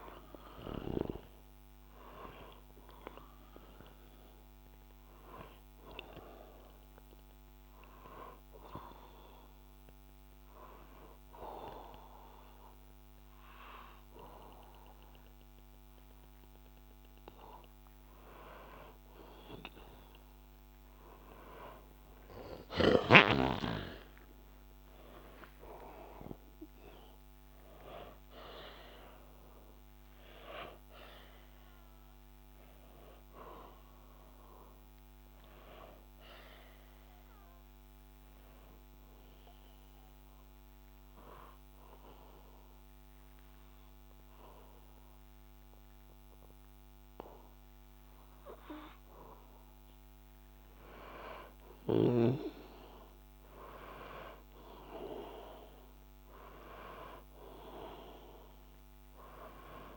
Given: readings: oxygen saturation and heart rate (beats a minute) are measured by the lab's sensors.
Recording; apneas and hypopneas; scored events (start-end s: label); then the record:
breathing in sleep by a microphone on the trachea; 2
5.50-20.50 s: oxygen desaturation (device-marked, oxygen 97% before, 92% lowest, heart rate 60 before, 61 extreme)
6.50-18.00 s: hypopnea (oxygen 98% before, 92% lowest, heart rate 60 before, 61 extreme, up 4 after)
22.00-27.00 s: arousal
39.00-50.00 s: obstructive apnea (oxygen 96% before, 92% lowest, heart rate 65 before, 61 extreme, up 0 after)
52.50-57.50 s: arousal
From the record:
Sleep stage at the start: N2 (light sleep); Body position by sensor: on the back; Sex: male